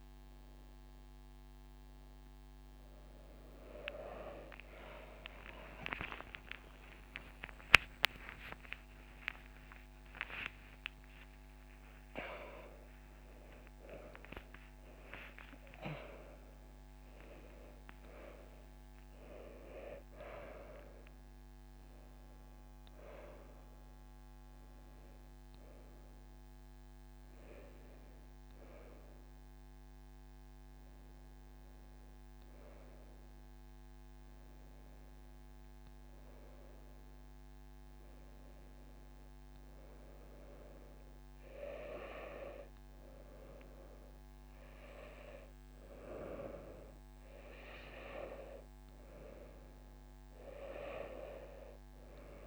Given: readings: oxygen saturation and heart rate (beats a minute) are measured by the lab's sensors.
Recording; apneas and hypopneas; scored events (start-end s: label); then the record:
a person awake in a sleep study, by a microphone on the trachea; none
6.00-36.00 s: new sleep stage, awake
6.50-8.50 s: long interval between heartbeats (device-marked)
36.00-52.47 s: new sleep stage, N2 (light sleep)
From the record:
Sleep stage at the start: N2 (light sleep); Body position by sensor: on the right side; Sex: female